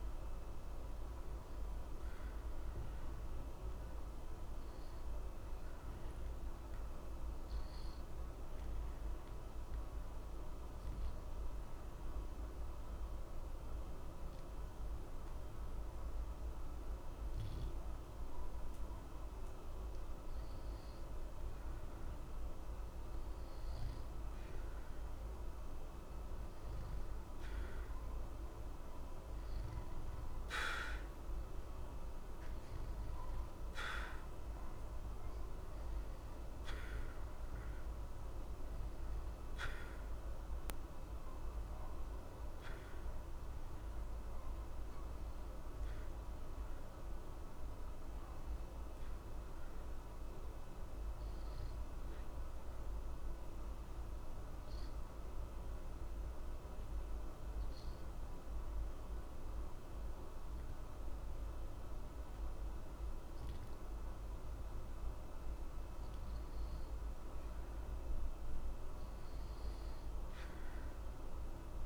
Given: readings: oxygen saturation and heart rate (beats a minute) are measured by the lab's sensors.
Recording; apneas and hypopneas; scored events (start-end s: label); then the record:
breathing in sleep, hard to hear, by a room microphone; 2
0.00-8.00 s: oxygen desaturation (device-marked, oxygen 90% lowest, heart rate 60 extreme)
5.00-21.00 s: obstructive apnea (oxygen 94% before, 90% lowest, heart rate 60 before, 60 extreme, up 2 after)
22.50-26.00 s: arousal
33.00-41.00 s: oxygen desaturation (device-marked, oxygen 93% before, 90% lowest, heart rate 60 before, 60 extreme)
52.00-66.50 s: obstructive apnea (oxygen 93% before, 89% lowest, heart rate 60 before, 60 extreme, up 0 after)
68.50-71.86 s: arousal
From the record:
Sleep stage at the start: N2 (light sleep); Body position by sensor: on the back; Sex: male